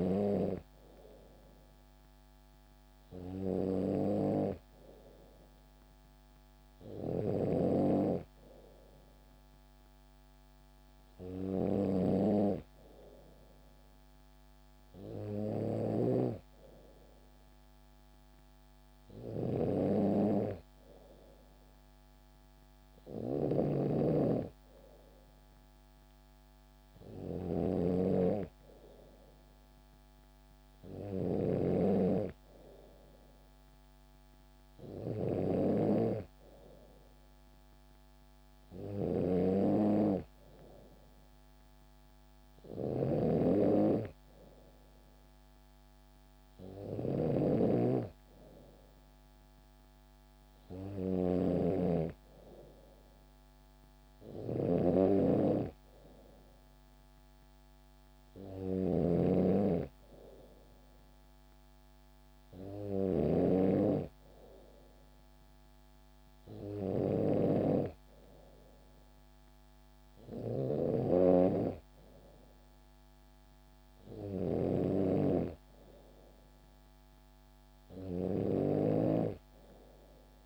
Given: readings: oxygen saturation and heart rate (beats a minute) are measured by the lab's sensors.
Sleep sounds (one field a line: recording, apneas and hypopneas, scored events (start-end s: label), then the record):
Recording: breathing in sleep by a microphone on the trachea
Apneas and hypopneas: none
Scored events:
0.00-2.00 s: bradycardia (device-marked, heart rate 58 extreme)
6.50-70.50 s: snoring (device-marked)
78.00-80.46 s: snoring (device-marked)
From the record:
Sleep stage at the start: N2 (light sleep)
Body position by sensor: on the back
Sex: female